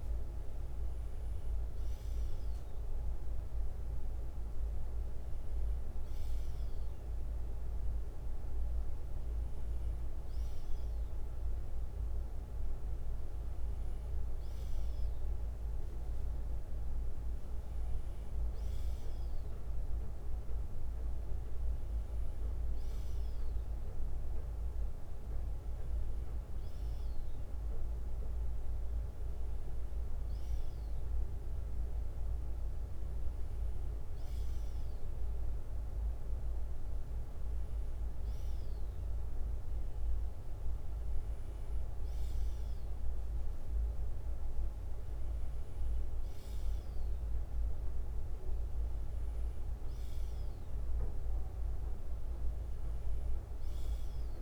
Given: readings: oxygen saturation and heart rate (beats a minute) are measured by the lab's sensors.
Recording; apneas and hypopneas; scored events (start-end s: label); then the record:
breathing in sleep, hard to hear, by a room microphone; none
5.50-14.50 s: bradycardia (device-marked, heart rate 61 before, 58 extreme)
24.50-37.50 s: bradycardia (device-marked, heart rate 61 before, 57 extreme)
From the record:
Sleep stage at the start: N2 (light sleep); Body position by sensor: on the left side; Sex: male